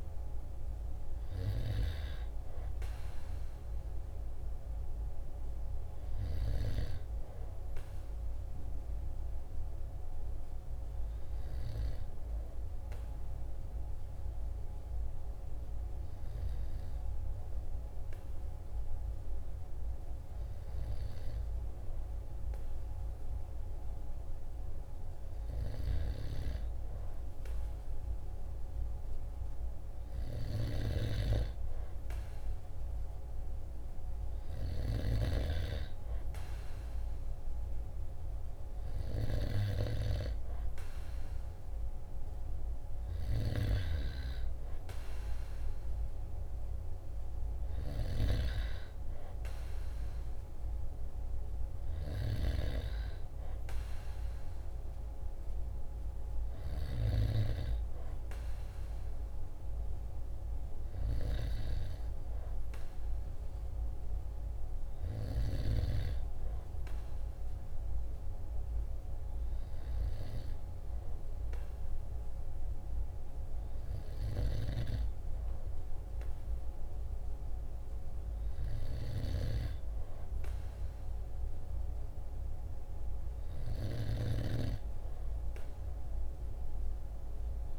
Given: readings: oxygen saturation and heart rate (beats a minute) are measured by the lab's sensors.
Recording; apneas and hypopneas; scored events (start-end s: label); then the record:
breathing in sleep by a room microphone; 1
10.00-27.50 s: hypopnea (oxygen 96% before, 94% lowest, heart rate 47 before, 46 extreme, up 1 after)
30.00-33.00 s: arousal
From the record:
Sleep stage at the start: N2 (light sleep); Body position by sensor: on the right side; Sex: male